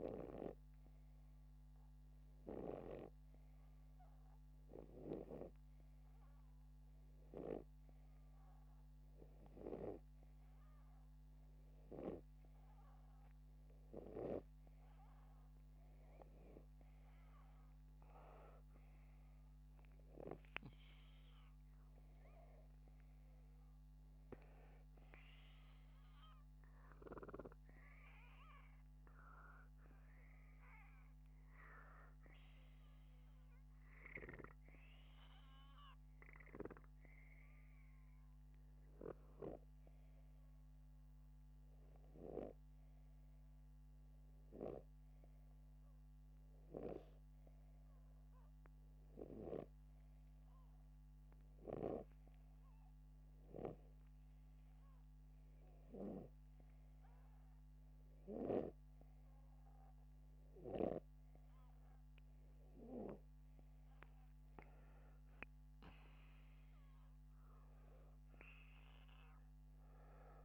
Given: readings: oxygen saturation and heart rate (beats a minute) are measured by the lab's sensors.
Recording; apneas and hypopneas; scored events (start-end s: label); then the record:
breathing in sleep by a microphone on the trachea; none
none scored
From the record:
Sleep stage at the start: N2 (light sleep); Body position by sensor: upright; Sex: male